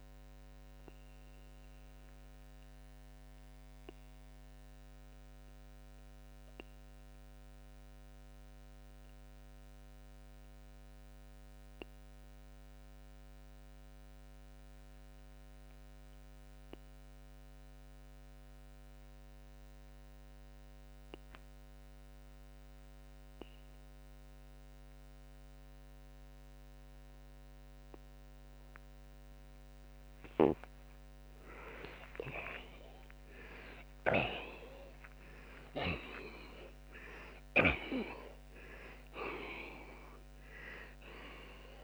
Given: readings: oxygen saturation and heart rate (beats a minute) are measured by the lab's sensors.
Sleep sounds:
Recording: breathing in sleep by a microphone on the trachea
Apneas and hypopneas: 1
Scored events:
0.50-30.00 s: mixed apnea (oxygen 95% before, 83% lowest)
9.50-29.50 s: oxygen desaturation (device-marked, oxygen 95% before, 84% lowest)
31.50-39.00 s: arousal
From the record:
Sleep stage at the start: N2 (light sleep)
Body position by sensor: on the back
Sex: male

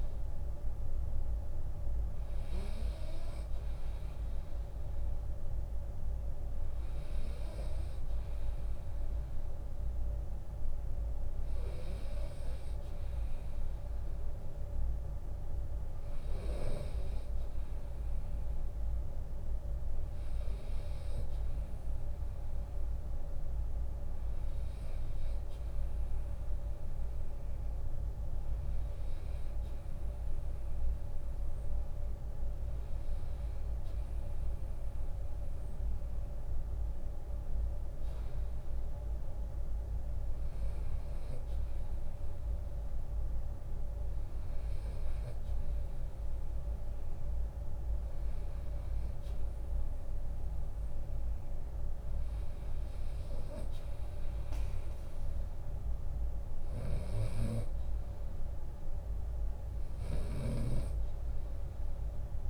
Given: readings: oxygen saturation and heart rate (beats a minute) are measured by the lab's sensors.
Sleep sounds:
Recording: breathing in sleep, hard to hear, by a room microphone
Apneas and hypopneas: none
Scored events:
0.00-4.00 s: drop in pulse transit time (device-marked, heart rate 71 extreme)
20.50-22.50 s: long interval between heartbeats (device-marked, heart rate 75 before, 85 extreme)
55.00-62.50 s: drop in pulse transit time (device-marked, heart rate 78 before, 66 extreme)
56.00-62.50 s: snoring (device-marked)
From the record:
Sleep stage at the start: REM sleep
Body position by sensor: on the right side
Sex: male

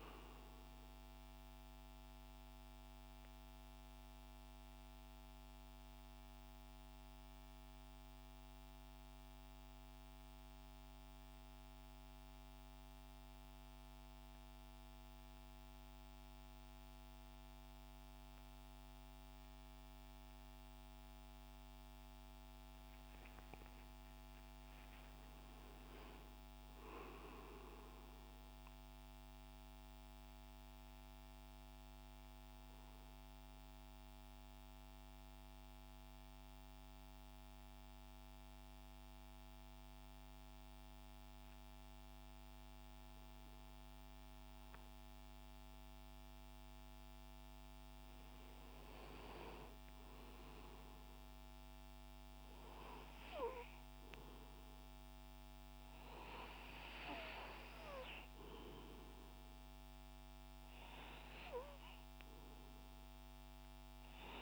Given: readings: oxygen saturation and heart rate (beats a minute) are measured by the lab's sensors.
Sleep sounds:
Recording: breathing in sleep by a microphone on the trachea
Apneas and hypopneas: 2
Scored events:
0.50-21.50 s: central apnea (oxygen 99% before, 93% lowest, heart rate 64 before, 46 extreme, up 42 after)
23.00-27.50 s: arousal
23.50-46.50 s: oxygen desaturation (device-marked, oxygen 98% before, 94% lowest, heart rate 98 before, 46 extreme)
30.00-47.50 s: mixed apnea (oxygen 99% before, 93% lowest, heart rate 105 before, 46 extreme)
50.00-53.50 s: arousal
From the record:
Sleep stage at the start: N2 (light sleep)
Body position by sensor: on the right side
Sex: male

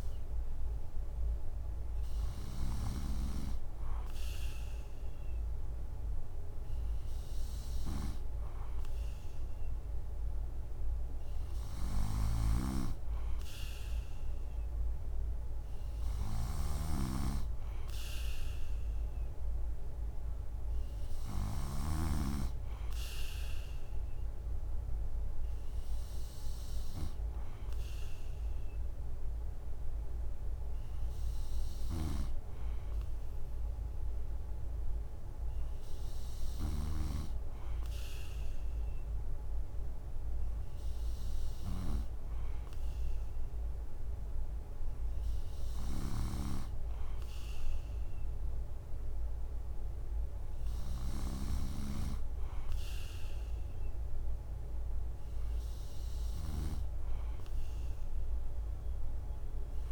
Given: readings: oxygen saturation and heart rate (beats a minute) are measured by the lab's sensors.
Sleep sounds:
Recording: breathing in sleep by a room microphone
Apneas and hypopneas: none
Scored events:
2.00-21.50 s: snoring (device-marked)
31.50-36.50 s: snoring (device-marked)
45.50-59.92 s: snoring (device-marked)
From the record:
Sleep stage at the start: N3 (deep sleep)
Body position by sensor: on the right side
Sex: male

